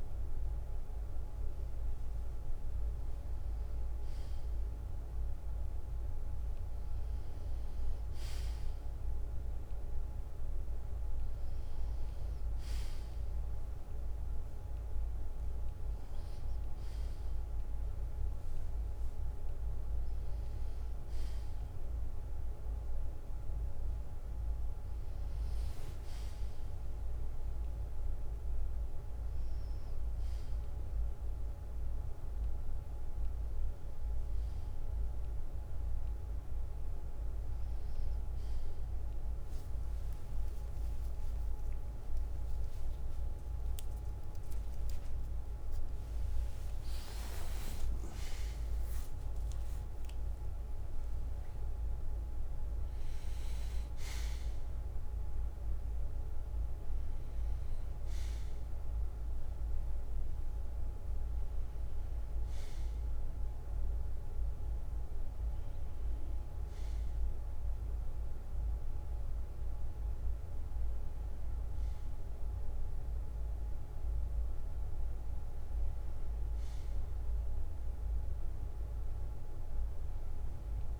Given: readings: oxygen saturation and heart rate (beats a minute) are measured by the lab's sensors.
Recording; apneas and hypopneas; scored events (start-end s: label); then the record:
a person awake in a sleep study, hard to hear, by a room microphone; none
none scored
From the record:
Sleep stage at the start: awake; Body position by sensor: on the right side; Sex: male